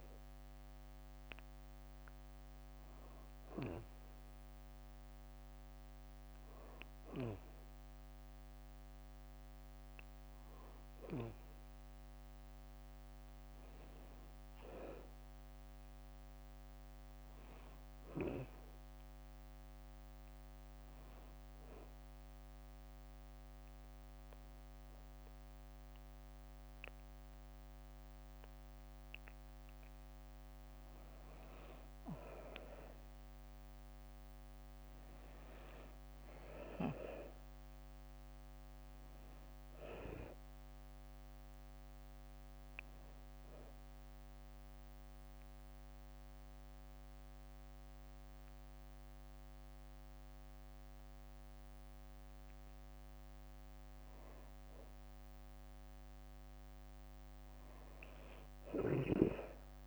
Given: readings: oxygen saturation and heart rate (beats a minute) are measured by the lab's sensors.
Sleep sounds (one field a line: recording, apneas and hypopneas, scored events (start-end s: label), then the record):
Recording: breathing in sleep by a microphone on the trachea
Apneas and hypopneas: 1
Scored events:
35.00-38.50 s: arousal
43.00-54.00 s: obstructive apnea (oxygen 95% before, 92% lowest, heart rate 68 before, 60 extreme, up 7 after)
57.00-59.87 s: arousal
From the record:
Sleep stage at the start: N2 (light sleep)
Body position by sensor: on the back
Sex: female